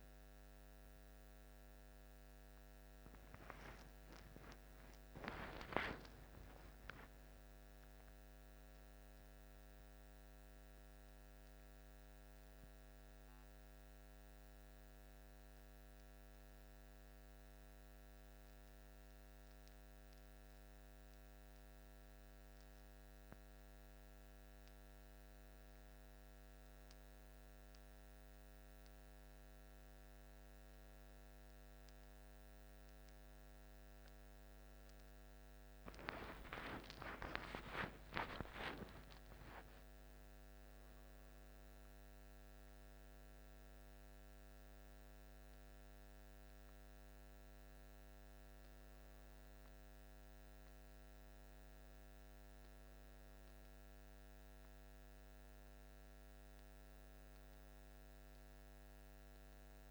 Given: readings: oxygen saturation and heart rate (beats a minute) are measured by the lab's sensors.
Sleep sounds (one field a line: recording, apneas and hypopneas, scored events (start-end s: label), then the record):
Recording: a person awake in a sleep study, by a microphone on the trachea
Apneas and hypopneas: none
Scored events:
16.00-59.91 s: new sleep stage, awake
From the record:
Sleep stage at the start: N1 (lightest sleep)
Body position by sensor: on the back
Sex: male